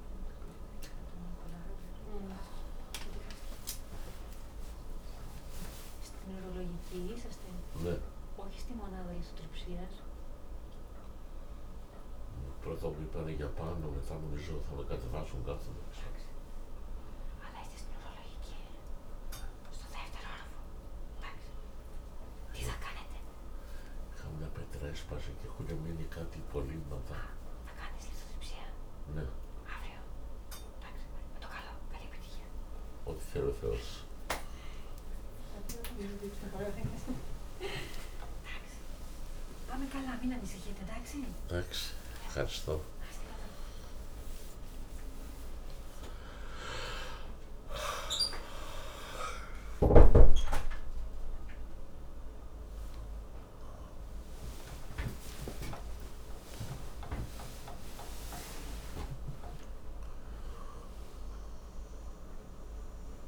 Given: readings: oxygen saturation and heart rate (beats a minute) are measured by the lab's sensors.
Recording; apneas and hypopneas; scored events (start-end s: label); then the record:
a person awake in a sleep study, by a room microphone; none
33.00-41.00 s: snoring (device-marked)
From the record:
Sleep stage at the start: awake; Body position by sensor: upright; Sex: male